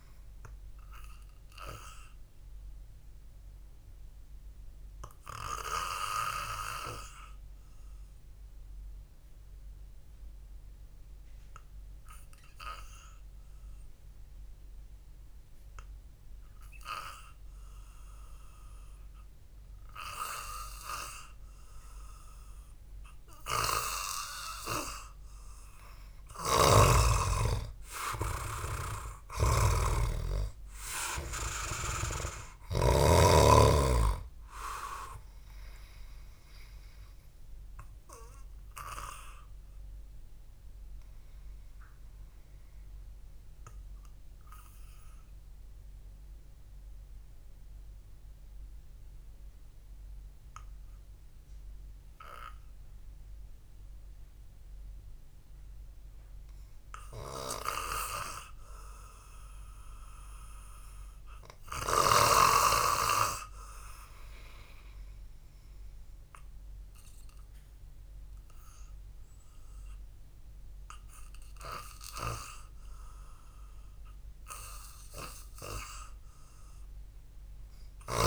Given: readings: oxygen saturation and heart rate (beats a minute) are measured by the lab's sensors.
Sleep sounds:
breathing in sleep by a room microphone; 2
2.50-23.50 s: obstructive apnea (oxygen 96% before, 91% lowest, heart rate 59 before, 54 extreme, up 0 after)
16.00-24.00 s: oxygen desaturation (device-marked, oxygen 96% before, 93% lowest, heart rate 59 before, 54 extreme)
26.00-30.00 s: arousal
29.50-33.50 s: snoring (device-marked)
39.00-59.00 s: mixed apnea (oxygen 96% before, 90% lowest, heart rate 59 before, 52 extreme, up 0 after)
49.00-57.00 s: oxygen desaturation (device-marked, oxygen 95% before, 91% lowest, heart rate 61 before, 52 extreme)
61.00-64.50 s: arousal
From the record:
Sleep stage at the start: N2 (light sleep); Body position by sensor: on the back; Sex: male

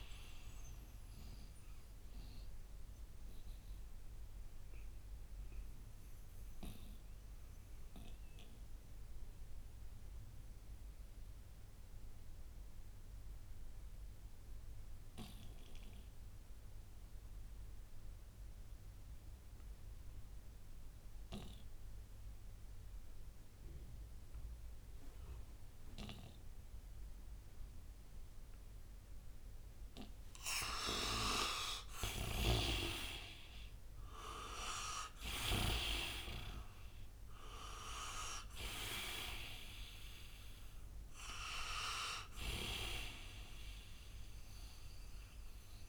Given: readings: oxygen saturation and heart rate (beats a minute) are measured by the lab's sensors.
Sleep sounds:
breathing in sleep by a room microphone; 1
0.00-18.00 s: oxygen desaturation (device-marked, oxygen 75% lowest, heart rate 57 extreme)
1.50-28.50 s: mixed apnea (oxygen 94% before, 75% lowest, heart rate 71 before, 57 extreme, up 14 after)
30.00-35.00 s: arousal
31.50-35.50 s: snoring (device-marked)
32.00-45.89 s: oxygen desaturation (device-marked, oxygen 99% before, 84% lowest, heart rate 61 before, 58 extreme)
From the record:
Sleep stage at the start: N2 (light sleep); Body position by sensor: on the right side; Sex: male

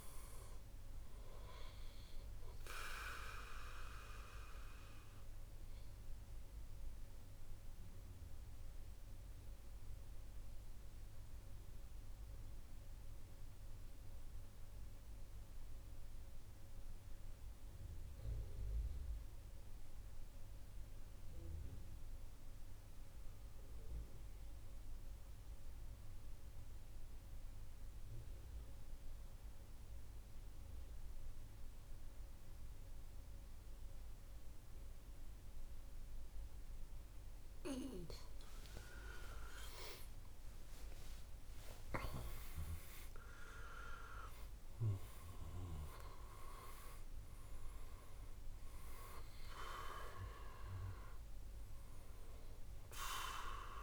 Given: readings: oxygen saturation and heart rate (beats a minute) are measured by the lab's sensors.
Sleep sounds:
breathing in sleep by a room microphone; 1
0.00-13.00 s: oxygen desaturation (device-marked, oxygen 86% lowest, heart rate 59 extreme)
6.50-38.00 s: mixed apnea (oxygen 96% before, 88% lowest, heart rate 72 before, 60 extreme, up 27 after)
29.00-53.83 s: oxygen desaturation (device-marked, oxygen 99% before, 88% lowest, heart rate 66 before, 62 extreme)
38.50-42.50 s: arousal
From the record:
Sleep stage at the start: N2 (light sleep); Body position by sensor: on the back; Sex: male

